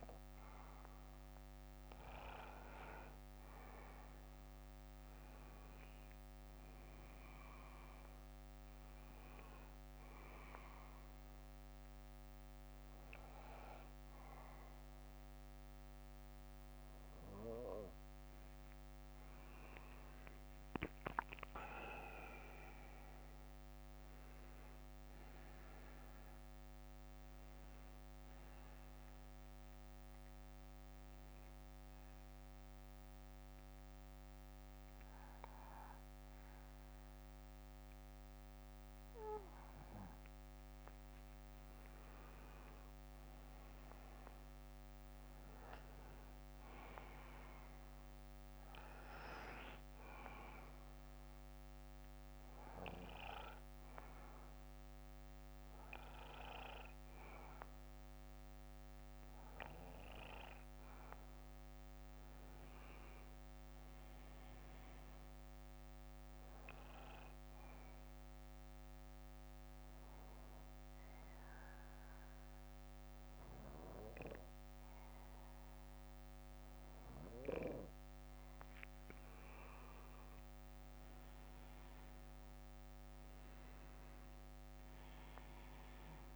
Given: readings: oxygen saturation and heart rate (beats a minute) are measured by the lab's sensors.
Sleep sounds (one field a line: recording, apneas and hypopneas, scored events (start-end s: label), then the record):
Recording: breathing in sleep by a microphone on the trachea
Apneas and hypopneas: 4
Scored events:
9.50-16.50 s: bradycardia (device-marked, heart rate 61 before, 58 extreme)
10.50-20.50 s: obstructive apnea (oxygen 96% before, 93% lowest, heart rate 62 before, 50 extreme, up 16 after)
22.00-25.50 s: arousal
27.50-41.50 s: bradycardia (device-marked, heart rate 62 before, 50 extreme)
33.00-43.00 s: obstructive apnea (oxygen 95% before, 93% lowest, heart rate 63 before, 50 extreme, up 19 after)
45.00-48.50 s: arousal
48.50-50.50 s: bradycardia (device-marked, heart rate 61 before, 63 extreme)
51.50-61.50 s: obstructive apnea (oxygen 95% before, 93% lowest, heart rate 58 before, 50 extreme, up 8 after)
63.00-66.00 s: arousal
65.50-68.50 s: bradycardia (device-marked, heart rate 61 before, 59 extreme)
68.50-79.50 s: obstructive apnea (oxygen 95% before, 93% lowest, heart rate 61 before, 53 extreme, up 20 after)
70.50-76.50 s: bradycardia (device-marked, heart rate 61 before, 50 extreme)
83.00-86.36 s: arousal
From the record:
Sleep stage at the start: N2 (light sleep)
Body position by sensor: on the back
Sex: male